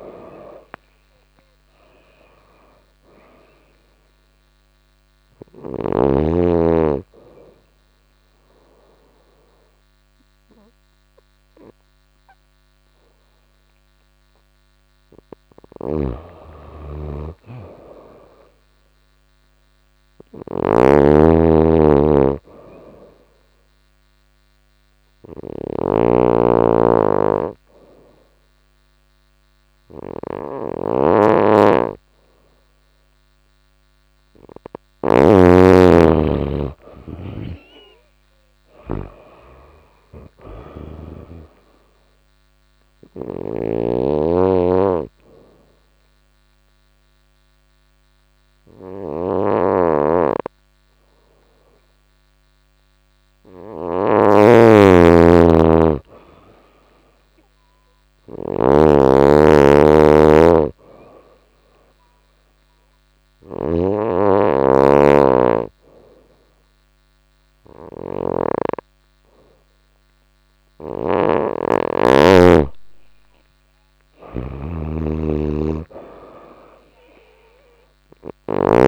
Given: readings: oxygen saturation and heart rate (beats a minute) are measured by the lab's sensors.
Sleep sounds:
breathing in sleep by a microphone on the trachea; 3
0.00-2.00 s: arousal
15.00-34.50 s: snoring (device-marked)
17.50-21.00 s: arousal
23.50-34.00 s: hypopnea (oxygen 93% before, 91% lowest, heart rate 92 before, 88 extreme, up 3 after)
36.00-39.50 s: arousal
36.50-78.88 s: snoring (device-marked)
44.50-54.50 s: obstructive apnea (oxygen 96% before, 91% lowest, heart rate 90 before, 88 extreme, up 1 after)
51.50-60.50 s: oxygen desaturation (device-marked, oxygen 95% before, 91% lowest, heart rate 90 before, 88 extreme)
55.50-58.50 s: arousal
60.50-73.00 s: hypopnea (oxygen 95% before, 91% lowest, heart rate 89 before, 90 extreme, up 3 after)
71.50-78.88 s: oxygen desaturation (device-marked, oxygen 96% before, 91% lowest, heart rate 89 before, 90 extreme)
74.50-78.00 s: arousal
From the record:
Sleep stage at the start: N2 (light sleep); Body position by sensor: on the back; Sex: female

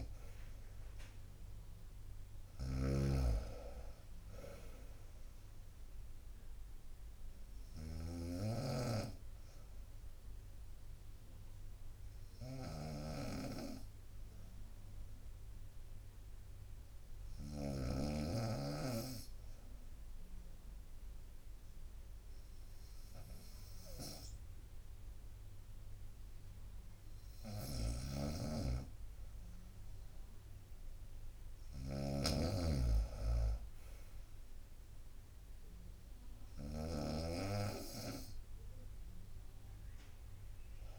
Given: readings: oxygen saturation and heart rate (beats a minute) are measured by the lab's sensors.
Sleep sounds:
breathing in sleep by a room microphone; 1
0.00-18.00 s: snoring (device-marked)
10.00-28.50 s: hypopnea (oxygen 96% before, 93% lowest, heart rate 64 before, 63 extreme, up 0 after)
27.50-37.00 s: snoring (device-marked)
31.50-35.50 s: arousal
35.50-40.99 s: drop in pulse transit time (device-marked, heart rate 65 before, 65 extreme)
From the record:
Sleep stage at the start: N2 (light sleep); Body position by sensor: on the right side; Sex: female

